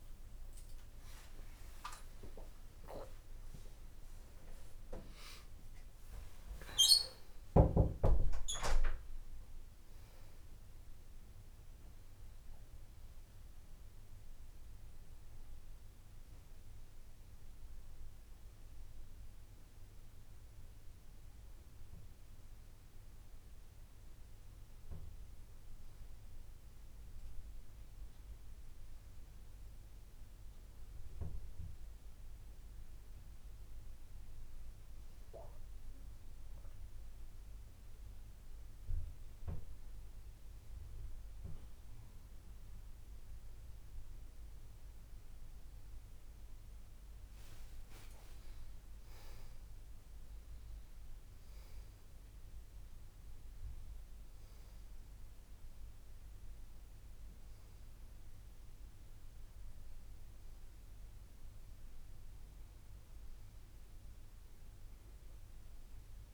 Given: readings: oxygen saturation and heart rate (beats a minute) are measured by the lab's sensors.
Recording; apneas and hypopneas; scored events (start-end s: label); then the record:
a person awake in a sleep study, by a room microphone; none
57.00-66.34 s: new sleep stage, N1 (lightest sleep)
From the record:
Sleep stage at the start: awake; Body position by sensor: on the back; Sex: female